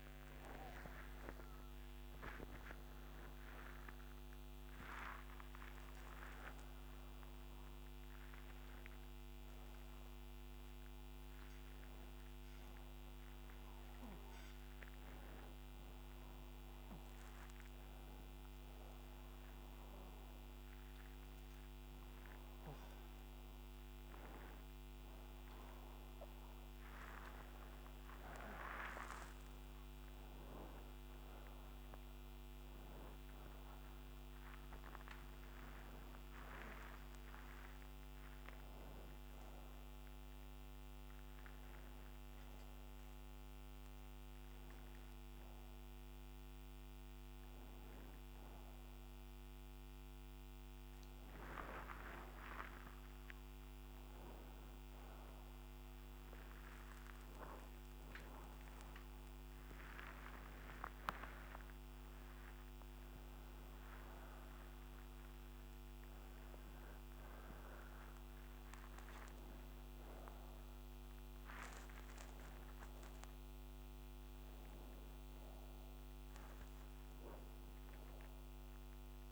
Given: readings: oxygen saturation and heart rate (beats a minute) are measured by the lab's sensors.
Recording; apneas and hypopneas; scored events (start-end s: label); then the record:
a person awake in a sleep study, by a microphone on the trachea; none
none scored
From the record:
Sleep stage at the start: awake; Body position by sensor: upright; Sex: male